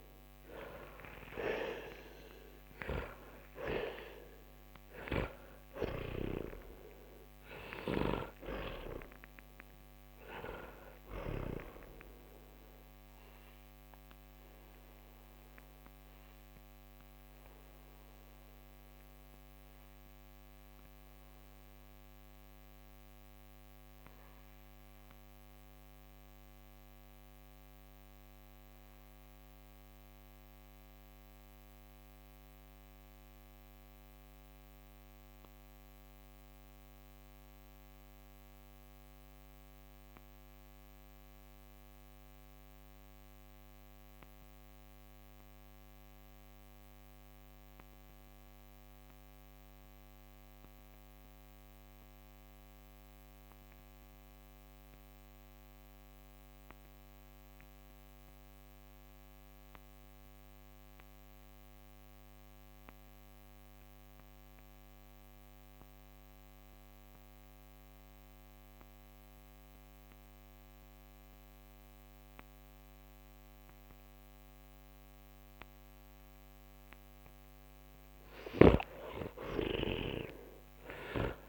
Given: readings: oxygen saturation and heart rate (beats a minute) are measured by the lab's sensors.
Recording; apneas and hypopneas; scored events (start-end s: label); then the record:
breathing in sleep by a microphone on the trachea; 1
0.00-39.50 s: oxygen desaturation (device-marked, oxygen 80% lowest, heart rate 44 extreme)
14.50-76.50 s: mixed apnea (oxygen 96% before, 78% lowest, heart rate 66 before, 44 extreme, up 9 after)
63.50-81.48 s: oxygen desaturation (device-marked, oxygen 98% before, 78% lowest, heart rate 54 before, 39 extreme)
78.50-81.48 s: arousal
From the record:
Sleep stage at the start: N2 (light sleep); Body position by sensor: on the back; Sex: male